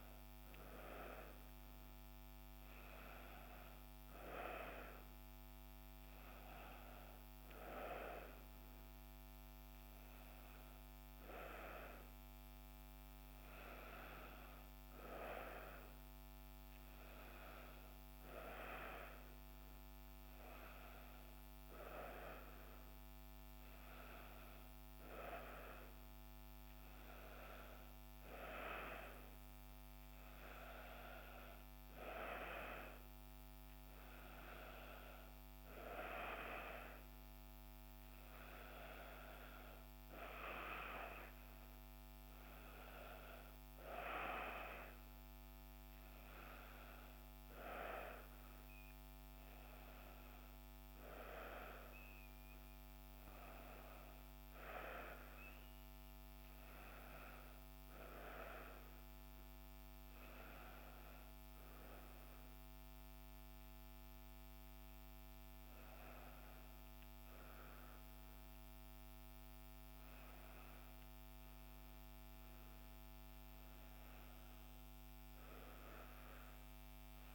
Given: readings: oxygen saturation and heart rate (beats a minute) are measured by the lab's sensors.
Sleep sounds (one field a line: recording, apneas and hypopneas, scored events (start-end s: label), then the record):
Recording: breathing in sleep by a microphone on the trachea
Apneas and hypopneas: none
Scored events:
59.00-77.35 s: new sleep stage, awake
From the record:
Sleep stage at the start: N1 (lightest sleep)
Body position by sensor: on the back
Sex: female